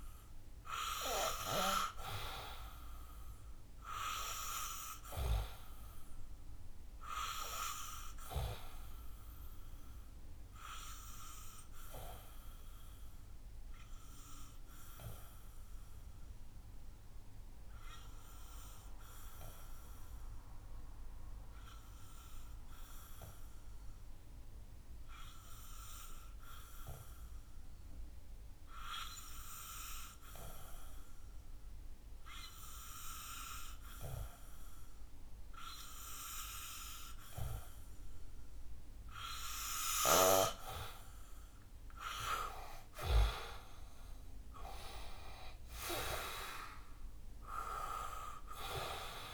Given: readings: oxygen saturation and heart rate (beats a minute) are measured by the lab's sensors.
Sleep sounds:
breathing in sleep by a room microphone; 1
10.00-39.00 s: obstructive apnea (oxygen 98% before, 91% lowest, heart rate 60 before, 59 extreme, up 7 after)
13.50-27.50 s: oxygen desaturation (device-marked, oxygen 96% before, 92% lowest, heart rate 61 before, 60 extreme)
37.50-49.34 s: oxygen desaturation (device-marked, oxygen 97% before, 91% lowest, heart rate 61 before, 61 extreme)
41.50-46.50 s: arousal
From the record:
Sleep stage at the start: N2 (light sleep); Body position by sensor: on the back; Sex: male

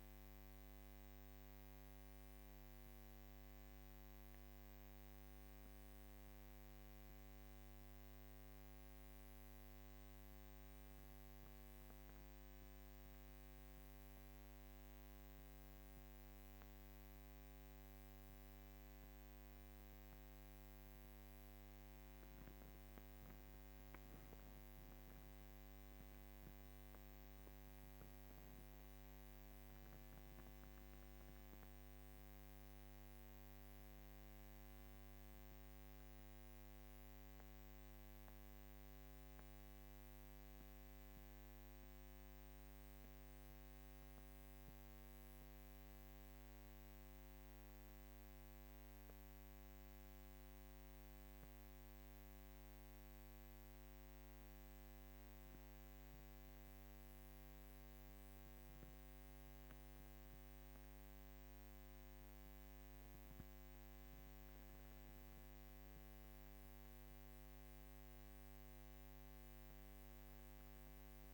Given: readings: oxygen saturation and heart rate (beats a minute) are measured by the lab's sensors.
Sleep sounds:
breathing in sleep, hard to hear, by a microphone on the trachea; 1
40.50-54.00 s: central apnea (oxygen 99% before, 96% lowest, heart rate 55 before, 50 extreme, up 7 after)
54.00-71.34 s: new sleep stage, N2 (light sleep)
54.50-58.50 s: arousal
From the record:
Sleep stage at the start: N1 (lightest sleep); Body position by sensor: on the back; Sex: female

